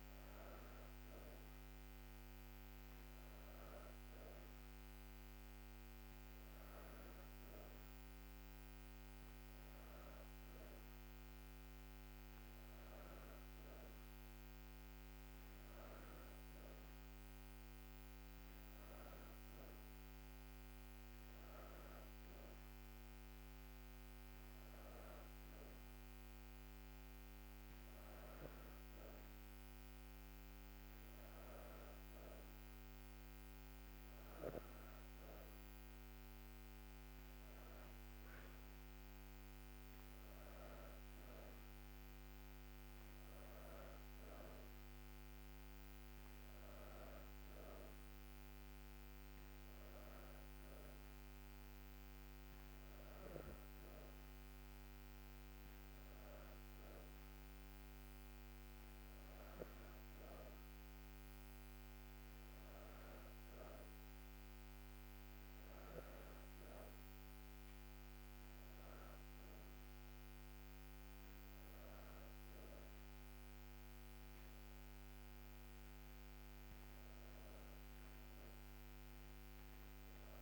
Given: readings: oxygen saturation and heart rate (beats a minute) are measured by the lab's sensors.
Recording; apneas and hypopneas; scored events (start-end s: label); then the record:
breathing in sleep, hard to hear, by a microphone on the trachea; none
none scored
From the record:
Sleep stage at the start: N2 (light sleep); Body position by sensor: on the back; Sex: female